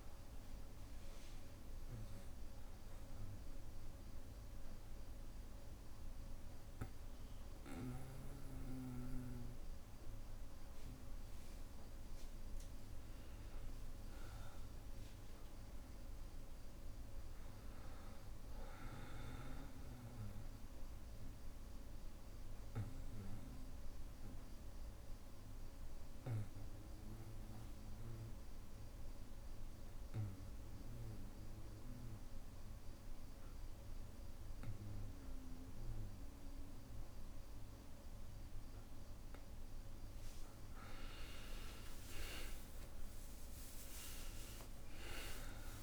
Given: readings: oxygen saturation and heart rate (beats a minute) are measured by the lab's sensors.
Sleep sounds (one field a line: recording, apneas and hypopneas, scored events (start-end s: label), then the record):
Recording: breathing in sleep by a room microphone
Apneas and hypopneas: 2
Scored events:
0.00-11.00 s: oxygen desaturation (device-marked, oxygen 93% lowest, heart rate 60 extreme)
1.00-11.50 s: obstructive apnea (oxygen 98% before, 91% lowest, heart rate 61 before, 60 extreme, up 3 after)
13.50-17.00 s: arousal
21.00-39.50 s: obstructive apnea (oxygen 98% before, 91% lowest, heart rate 62 before, 61 extreme, up 23 after)
42.00-45.83 s: oxygen desaturation (device-marked, oxygen 97% before, 91% lowest, heart rate 62 before, 62 extreme)
44.50-45.83 s: long interval between heartbeats (device-marked, heart rate 62 before, 78 extreme)
From the record:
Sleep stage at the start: N2 (light sleep)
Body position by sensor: on the back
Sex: male